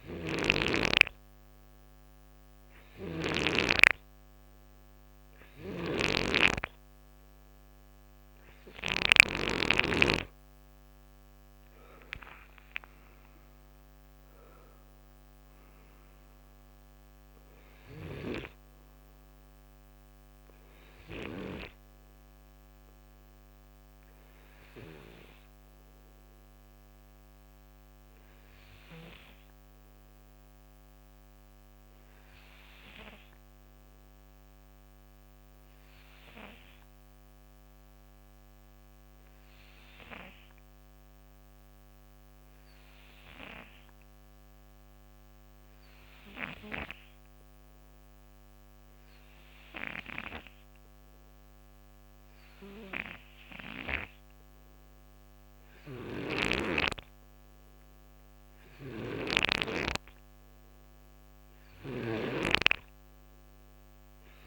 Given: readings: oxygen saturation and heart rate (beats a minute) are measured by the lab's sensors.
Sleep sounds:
breathing in sleep by a microphone on the trachea; 1
0.00-3.00 s: snoring (device-marked)
5.00-9.00 s: snoring (device-marked)
13.00-17.50 s: arousal
17.50-21.00 s: snoring (device-marked)
39.50-55.50 s: hypopnea (oxygen 95% before, 89% lowest, heart rate 61 before, 61 extreme, up 1 after)
55.00-64.47 s: oxygen desaturation (device-marked, oxygen 96% before, 89% lowest, heart rate 61 before, 51 extreme)
55.50-62.00 s: snoring (device-marked)
58.00-62.50 s: arousal
From the record:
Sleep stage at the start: N2 (light sleep); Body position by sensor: on the right side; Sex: male

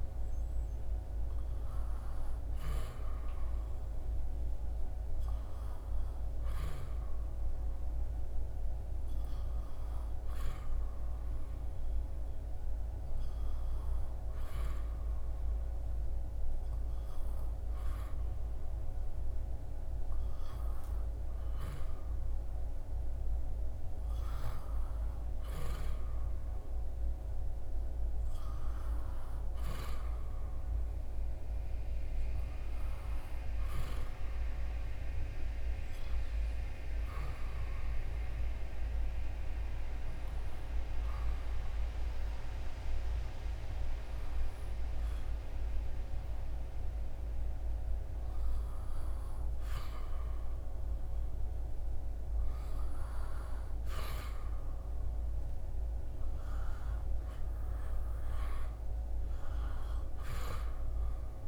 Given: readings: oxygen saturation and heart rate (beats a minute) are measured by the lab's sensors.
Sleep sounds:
breathing in sleep, hard to hear, by a room microphone; 2
6.00-22.00 s: obstructive apnea (oxygen 98% before, 94% lowest, heart rate 74 before, 73 extreme, up 4 after)
24.00-28.50 s: arousal
36.00-50.00 s: hypopnea (oxygen 97% before, 94% lowest, heart rate 77 before, 71 extreme, up 7 after)
53.00-56.50 s: arousal
From the record:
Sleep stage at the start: N2 (light sleep); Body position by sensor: on the back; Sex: male

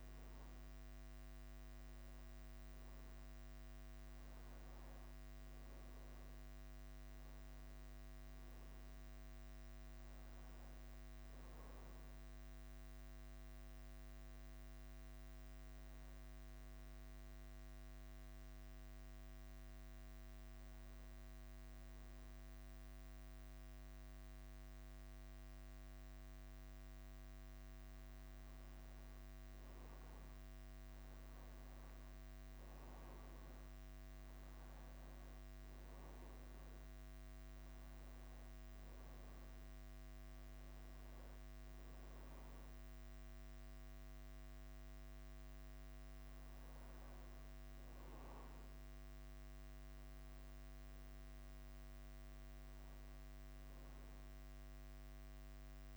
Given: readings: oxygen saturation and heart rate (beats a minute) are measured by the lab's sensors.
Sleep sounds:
breathing in sleep, hard to hear, by a microphone on the trachea; 1
0.00-55.96 s: bradycardia (device-marked, heart rate 45 extreme)
14.50-28.50 s: hypopnea (oxygen 97% before, 95% lowest, heart rate 52 before, 51 extreme, up 2 after)
30.50-35.00 s: arousal
40.00-55.96 s: new sleep stage, N2 (light sleep)
From the record:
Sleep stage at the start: N1 (lightest sleep); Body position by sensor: on the back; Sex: male

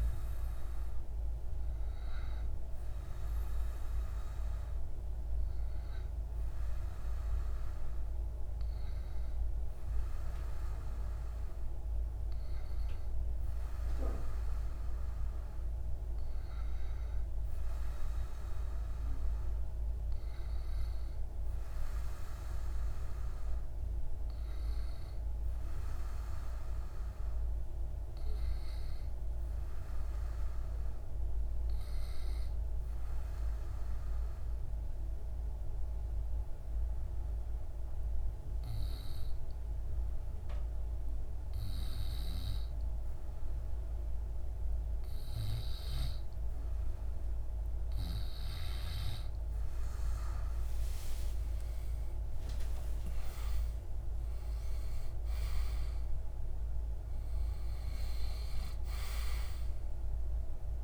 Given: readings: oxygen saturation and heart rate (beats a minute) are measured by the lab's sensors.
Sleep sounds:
breathing in sleep, hard to hear, by a room microphone; 1
32.50-46.50 s: obstructive apnea (oxygen 95% before, 92% lowest)
49.50-54.50 s: arousal
From the record:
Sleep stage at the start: N2 (light sleep); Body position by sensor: on the back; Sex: male

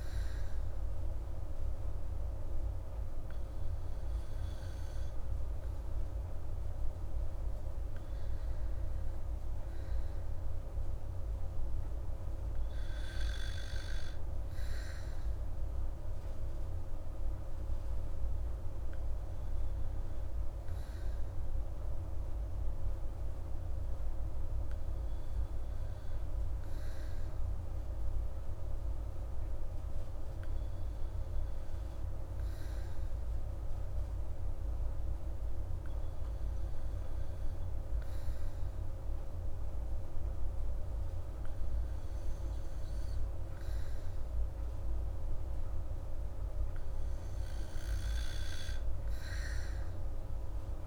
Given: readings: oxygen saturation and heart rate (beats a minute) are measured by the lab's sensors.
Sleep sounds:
breathing in sleep, hard to hear, by a room microphone; none
none scored
From the record:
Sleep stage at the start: N2 (light sleep); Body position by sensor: on the back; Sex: female

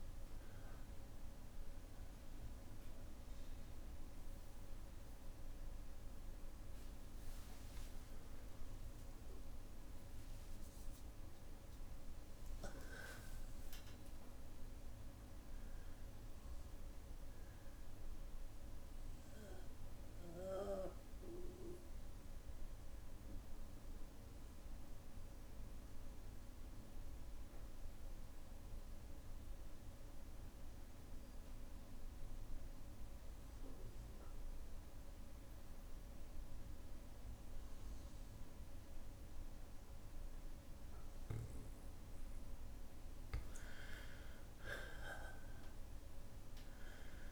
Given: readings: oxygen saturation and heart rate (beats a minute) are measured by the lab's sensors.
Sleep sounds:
a person partly awake in a sleep study, by a room microphone; 1
0.00-12.50 s: oxygen desaturation (device-marked, oxygen 93% lowest, heart rate 57 extreme)
2.50-4.50 s: bradycardia (device-marked, heart rate 64 before, 61 extreme)
7.50-9.50 s: long interval between heartbeats (device-marked, heart rate 91 before, 78 extreme)
11.00-13.00 s: long interval between heartbeats (device-marked, heart rate 95 before, 95 extreme)
15.50-47.32 s: new sleep stage, N2 (light sleep)
17.00-42.50 s: mixed apnea (oxygen 99% before, 93% lowest, heart rate 88 before, 57 extreme, up 4 after)
20.50-39.50 s: bradycardia (device-marked, heart rate 64 before, 57 extreme)
38.50-47.32 s: oxygen desaturation (device-marked, oxygen 99% before, 94% lowest, heart rate 59 before, 56 extreme)
44.50-47.32 s: arousal
From the record:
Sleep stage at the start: awake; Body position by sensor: on the back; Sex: male

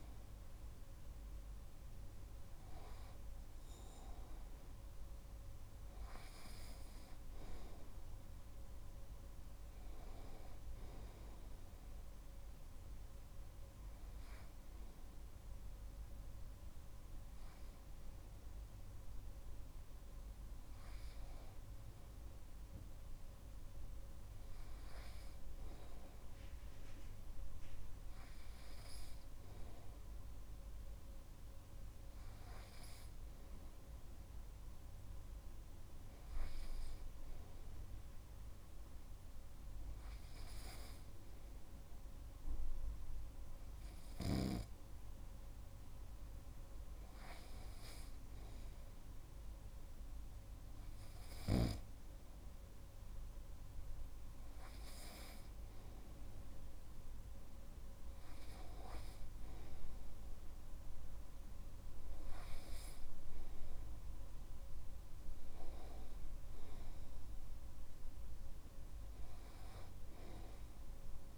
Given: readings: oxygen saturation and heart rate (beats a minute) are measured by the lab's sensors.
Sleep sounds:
breathing in sleep by a room microphone; none
29.00-71.38 s: new sleep stage, N2 (light sleep)
From the record:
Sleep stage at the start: N1 (lightest sleep); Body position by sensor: on the right side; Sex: male

